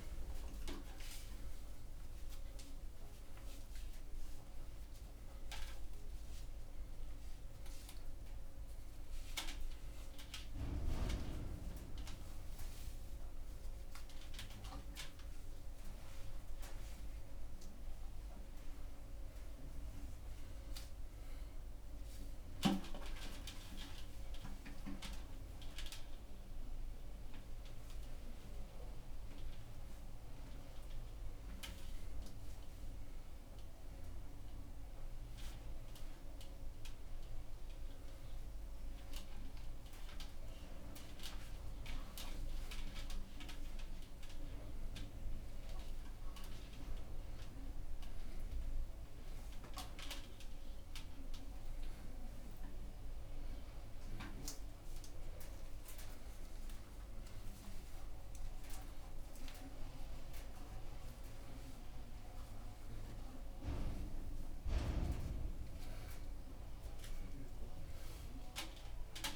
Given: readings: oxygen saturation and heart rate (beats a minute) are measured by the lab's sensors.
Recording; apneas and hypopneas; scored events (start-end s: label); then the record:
a person awake in a sleep study, by a room microphone; none
10.00-20.00 s: oxygen desaturation (device-marked, oxygen 98% before, 95% lowest, heart rate 151 before, 117 extreme)
42.00-53.00 s: oxygen desaturation (device-marked, oxygen 97% before, 94% lowest, heart rate 138 before, 127 extreme)
From the record:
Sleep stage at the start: awake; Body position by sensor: on the back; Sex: male